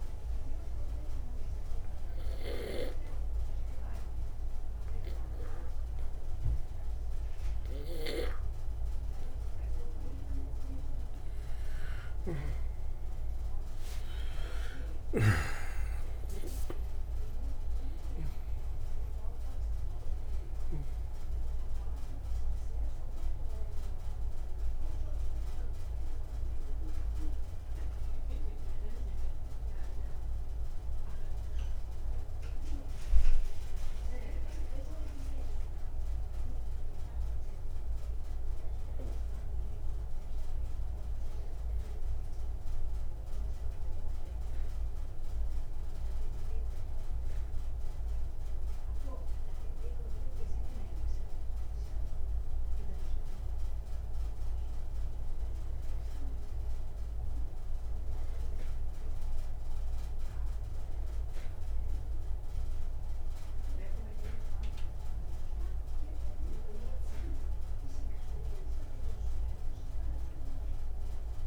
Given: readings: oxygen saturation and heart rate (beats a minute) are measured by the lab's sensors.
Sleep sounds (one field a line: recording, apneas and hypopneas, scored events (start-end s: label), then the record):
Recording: breathing in sleep by a room microphone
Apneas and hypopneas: 1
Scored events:
0.50-12.00 s: obstructive apnea (oxygen 96% before, 84% lowest, heart rate 60 before, 60 extreme, up 8 after)
3.50-49.50 s: oxygen desaturation (device-marked, oxygen 96% before, 84% lowest, heart rate 60 before, 60 extreme)
14.00-18.00 s: arousal
From the record:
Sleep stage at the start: N2 (light sleep)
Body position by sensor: on the back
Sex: male